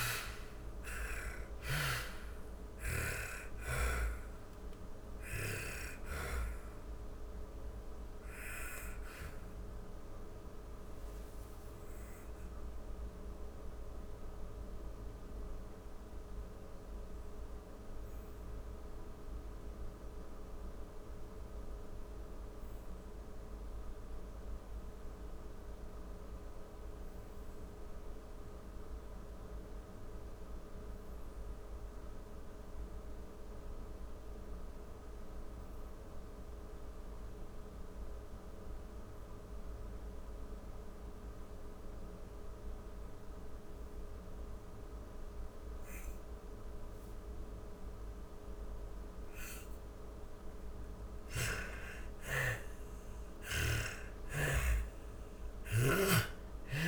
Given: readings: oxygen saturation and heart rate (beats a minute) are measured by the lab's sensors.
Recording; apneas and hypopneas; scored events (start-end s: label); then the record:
breathing in sleep by a room microphone; 1
0.00-2.00 s: snoring (device-marked)
0.00-3.00 s: arousal
0.00-26.50 s: oxygen desaturation (device-marked, oxygen 80% lowest, heart rate 43 extreme)
9.00-46.00 s: mixed apnea (oxygen 96% before, 79% lowest, heart rate 62 before, 38 extreme, up 40 after)
42.50-56.88 s: oxygen desaturation (device-marked, oxygen 98% before, 79% lowest, heart rate 52 before, 38 extreme)
48.50-53.00 s: arousal
From the record:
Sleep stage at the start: N2 (light sleep); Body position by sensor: on the back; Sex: female